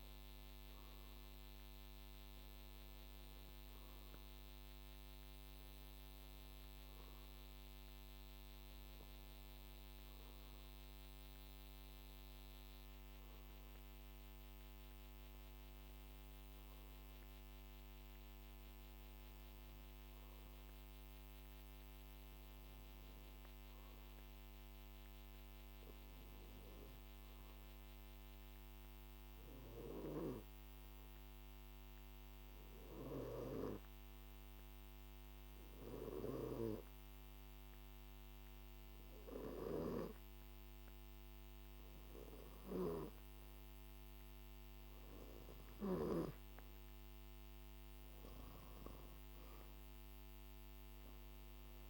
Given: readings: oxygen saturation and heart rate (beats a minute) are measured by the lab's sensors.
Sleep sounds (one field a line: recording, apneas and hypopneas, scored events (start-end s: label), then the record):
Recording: breathing in sleep by a microphone on the trachea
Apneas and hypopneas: 1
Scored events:
27.50-44.00 s: hypopnea (oxygen 93% before, 89% lowest, heart rate 52 before, 50 extreme, up 2 after)
45.50-51.90 s: oxygen desaturation (device-marked, oxygen 92% before, 89% lowest, heart rate 54 before, 47 extreme)
46.00-49.00 s: arousal
From the record:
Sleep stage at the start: N2 (light sleep)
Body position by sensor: on the back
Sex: male